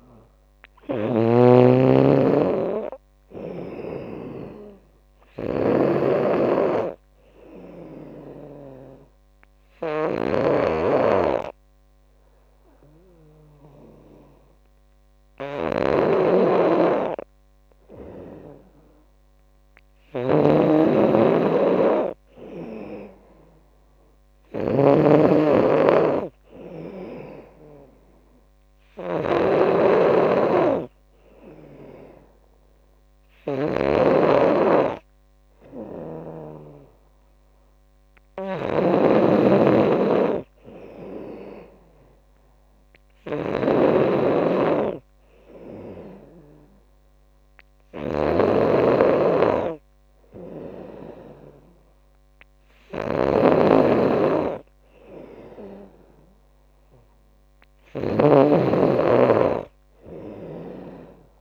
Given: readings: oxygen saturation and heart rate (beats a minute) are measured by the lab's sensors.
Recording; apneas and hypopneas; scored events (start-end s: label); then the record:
breathing in sleep by a microphone on the trachea; 1
0.00-61.41 s: snoring (device-marked)
5.00-21.00 s: oxygen desaturation (device-marked, oxygen 96% before, 91% lowest, heart rate 80 before, 72 extreme)
8.50-19.50 s: obstructive apnea (oxygen 97% before, 91% lowest, heart rate 80 before, 72 extreme, up 12 after)
22.00-25.50 s: arousal
29.00-41.00 s: oxygen desaturation (device-marked, oxygen 96% before, 91% lowest, heart rate 77 before, 73 extreme)
From the record:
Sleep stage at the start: N2 (light sleep); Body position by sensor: on the back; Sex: female